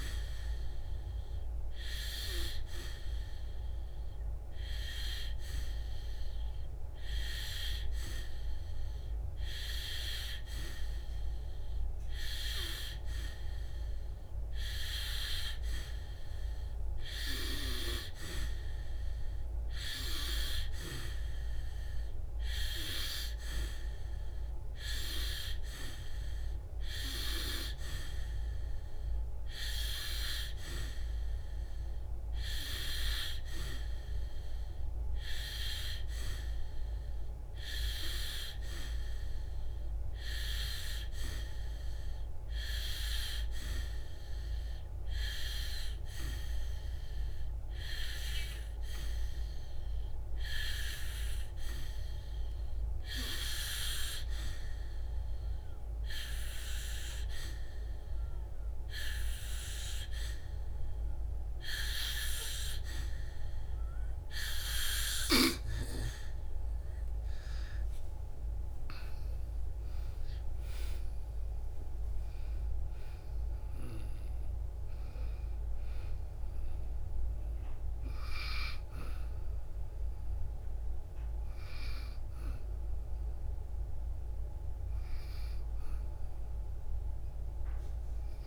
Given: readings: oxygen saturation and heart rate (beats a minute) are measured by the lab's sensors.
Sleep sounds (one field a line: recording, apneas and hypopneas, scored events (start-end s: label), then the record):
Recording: breathing in sleep by a room microphone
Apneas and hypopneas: 2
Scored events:
3.50-16.00 s: hypopnea (oxygen 95% before, 92% lowest, heart rate 67 before, 63 extreme, up 4 after)
18.00-20.50 s: arousal
38.00-41.50 s: arousal
44.00-63.50 s: hypopnea (oxygen 95% before, 92% lowest, heart rate 66 before, 59 extreme, up 2 after)
67.00-71.50 s: arousal
From the record:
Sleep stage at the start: N2 (light sleep)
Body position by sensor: on the back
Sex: female